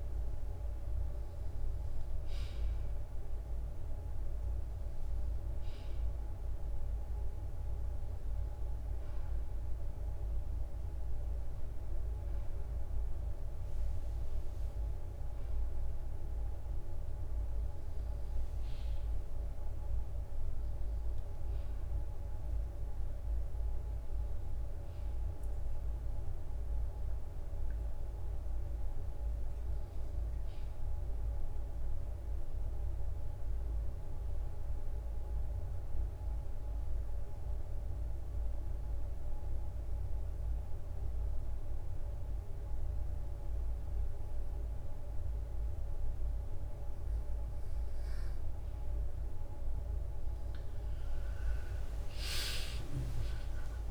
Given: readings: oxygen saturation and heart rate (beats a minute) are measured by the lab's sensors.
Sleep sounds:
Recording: breathing in sleep, hard to hear, by a room microphone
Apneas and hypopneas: 1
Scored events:
0.00-2.50 s: arousal
25.50-29.00 s: arousal
35.00-47.00 s: obstructive apnea (oxygen 95% before, 91% lowest, heart rate 68 before, 60 extreme, up 17 after)
49.00-53.91 s: oxygen desaturation (device-marked, oxygen 95% before, 91% lowest, heart rate 65 before, 64 extreme)
50.50-53.91 s: arousal
52.50-53.91 s: long interval between heartbeats (device-marked, heart rate 64 before, 74 extreme)
From the record:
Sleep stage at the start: N2 (light sleep)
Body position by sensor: on the right side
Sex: male

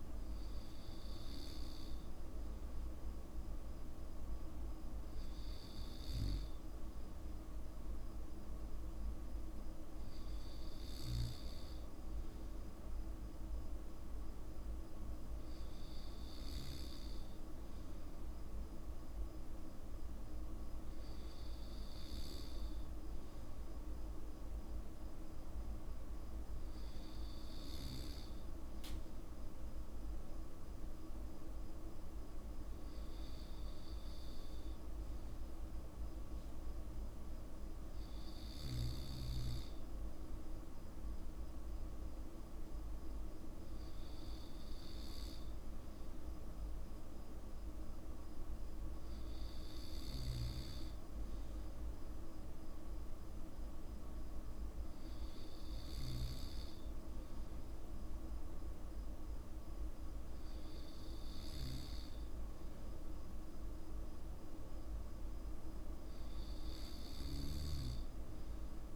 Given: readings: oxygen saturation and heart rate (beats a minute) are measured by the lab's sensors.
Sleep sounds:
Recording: breathing in sleep, hard to hear, by a room microphone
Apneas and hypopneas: none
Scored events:
none scored
From the record:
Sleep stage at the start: N2 (light sleep)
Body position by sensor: on the back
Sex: male

